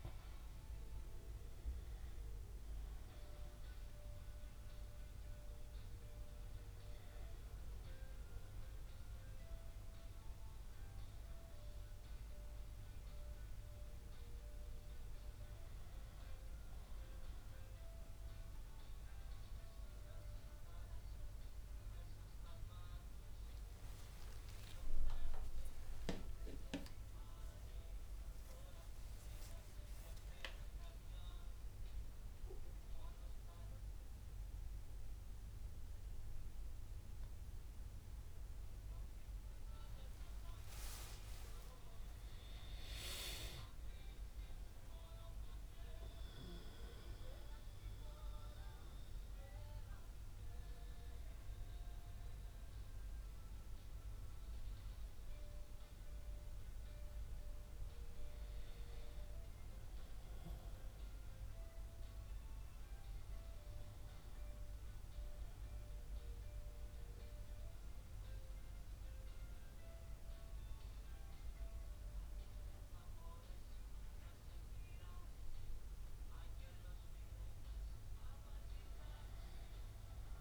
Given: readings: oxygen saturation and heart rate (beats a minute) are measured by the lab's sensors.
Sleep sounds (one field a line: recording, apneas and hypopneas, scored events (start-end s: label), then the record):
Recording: breathing in sleep, hard to hear, by a room microphone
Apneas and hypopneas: none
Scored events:
8.00-80.41 s: new sleep stage, N1 (lightest sleep)
25.00-30.00 s: arousal
26.50-28.50 s: long interval between heartbeats (device-marked, heart rate 67 before, 94 extreme)
29.50-31.50 s: long interval between heartbeats (device-marked, heart rate 74 before, 150 extreme)
31.50-33.50 s: long interval between heartbeats (device-marked, heart rate 83 before, 183 extreme)
35.50-37.50 s: long interval between heartbeats (device-marked, heart rate 106 before, 178 extreme)
38.00-40.00 s: long interval between heartbeats (device-marked, heart rate 122 before, 167 extreme)
41.50-43.50 s: long interval between heartbeats (device-marked, heart rate 138 before, 167 extreme)
From the record:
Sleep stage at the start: N2 (light sleep)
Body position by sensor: on the back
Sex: male